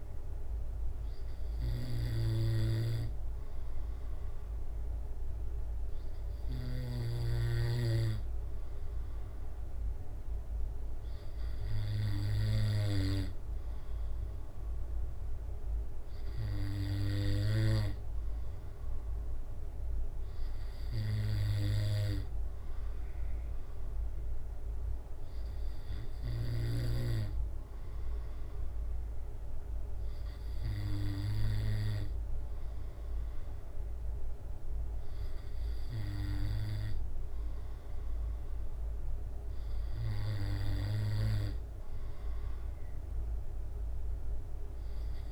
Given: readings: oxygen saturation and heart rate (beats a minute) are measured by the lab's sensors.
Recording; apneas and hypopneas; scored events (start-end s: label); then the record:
breathing in sleep by a room microphone; none
none scored
From the record:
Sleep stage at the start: N2 (light sleep); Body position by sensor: on the back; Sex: male